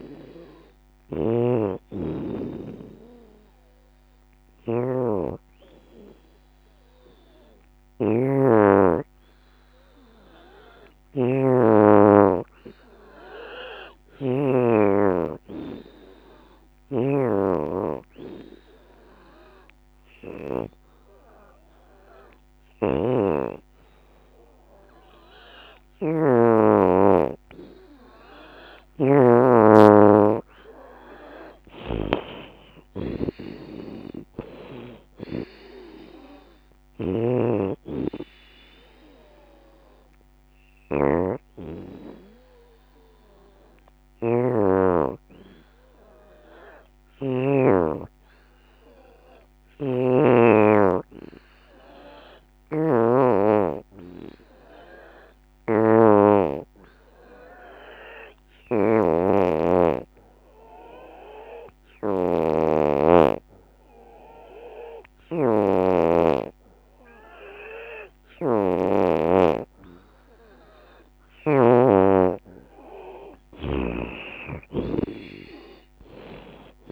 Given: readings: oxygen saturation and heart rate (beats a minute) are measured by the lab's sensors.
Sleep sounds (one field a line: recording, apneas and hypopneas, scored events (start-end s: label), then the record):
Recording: breathing in sleep by a microphone on the trachea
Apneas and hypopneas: 2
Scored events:
0.00-12.50 s: oxygen desaturation (device-marked, oxygen 82% lowest, heart rate 66 extreme)
8.50-28.00 s: hypopnea (oxygen 84% before, 83% lowest, heart rate 82 before, 66 extreme, up 24 after)
14.50-27.50 s: oxygen desaturation (device-marked, oxygen 93% before, 86% lowest, heart rate 81 before, 66 extreme)
29.50-33.00 s: arousal
31.50-40.50 s: drop in pulse transit time (device-marked, heart rate 78 before, 78 extreme)
34.50-50.50 s: oxygen desaturation (device-marked, oxygen 88% before, 83% lowest, heart rate 78 before, 66 extreme)
39.00-71.50 s: hypopnea (oxygen 93% before, 83% lowest, heart rate 79 before, 65 extreme, up 19 after)
52.50-76.92 s: oxygen desaturation (device-marked, oxygen 93% before, 84% lowest, heart rate 77 before, 64 extreme)
61.50-63.50 s: long interval between heartbeats (device-marked, heart rate 72 before, 67 extreme)
70.50-76.92 s: drop in pulse transit time (device-marked, heart rate 75 before, 77 extreme)
73.00-76.92 s: arousal
From the record:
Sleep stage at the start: N2 (light sleep)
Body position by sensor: on the back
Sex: female